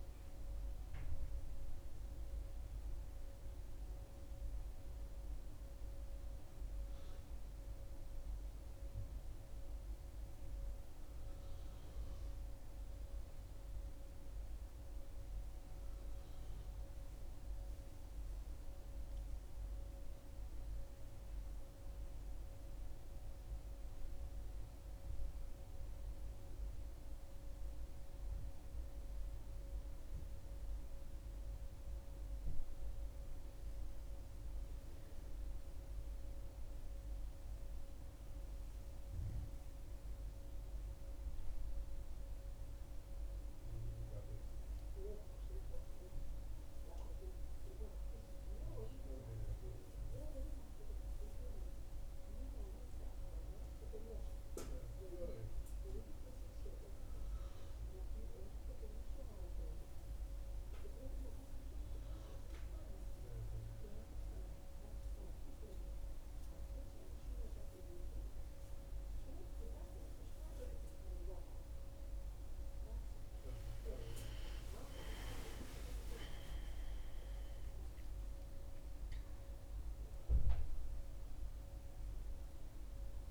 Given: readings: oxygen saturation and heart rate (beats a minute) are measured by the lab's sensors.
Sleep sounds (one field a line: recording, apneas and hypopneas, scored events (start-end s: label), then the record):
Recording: breathing in sleep by a room microphone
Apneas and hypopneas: 2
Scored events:
0.50-5.00 s: arousal
10.50-20.50 s: mixed apnea (oxygen 99% before, 96% lowest, heart rate 57 before, 59 extreme, up 10 after)
22.00-26.00 s: arousal
36.00-47.00 s: hypopnea (oxygen 99% before, 96% lowest, heart rate 63 before, 59 extreme, up 2 after)
48.50-51.00 s: arousal
51.50-83.31 s: new sleep stage, N1 (lightest sleep)
74.00-78.50 s: arousal
From the record:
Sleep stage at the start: N2 (light sleep)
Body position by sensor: on the back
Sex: female